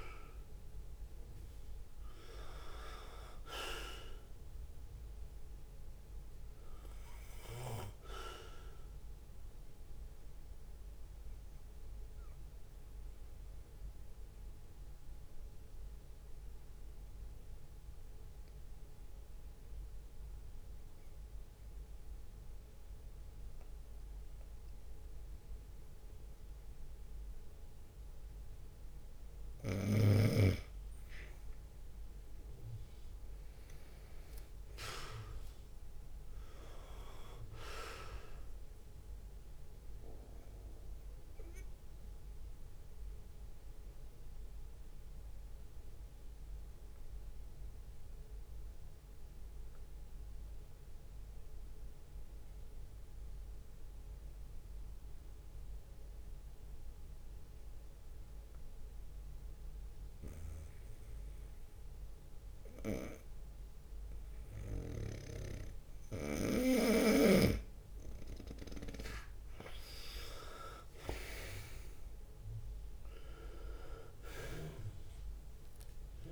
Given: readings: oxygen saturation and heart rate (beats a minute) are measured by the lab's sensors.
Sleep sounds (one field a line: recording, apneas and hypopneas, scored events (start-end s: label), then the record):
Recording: breathing in sleep by a room microphone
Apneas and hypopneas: 2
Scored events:
0.00-3.00 s: arousal
0.00-24.00 s: oxygen desaturation (device-marked, oxygen 94% lowest)
0.00-29.00 s: bradycardia (device-marked)
5.50-7.50 s: long interval between heartbeats (device-marked)
9.50-29.00 s: obstructive apnea (oxygen 99% before, 92% lowest)
26.00-27.00 s: drop in pulse transit time (device-marked)
30.00-76.32 s: bradycardia (device-marked)
30.50-34.50 s: arousal
32.50-34.00 s: leg movement (device-marked)
34.50-40.00 s: leg movement (device-marked)
35.50-37.50 s: long interval between heartbeats (device-marked)
41.00-66.00 s: obstructive apnea (oxygen 98% before, 92% lowest)
49.00-51.00 s: leg movement (device-marked)
57.50-59.50 s: long interval between heartbeats (device-marked)
60.50-65.50 s: snoring (device-marked)
64.50-67.50 s: leg movement (device-marked)
68.00-73.00 s: arousal
70.00-72.00 s: leg movement (device-marked)
71.00-73.00 s: long interval between heartbeats (device-marked)
74.00-75.50 s: leg movement (device-marked)
From the record:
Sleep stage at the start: N2 (light sleep)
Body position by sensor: on the right side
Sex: male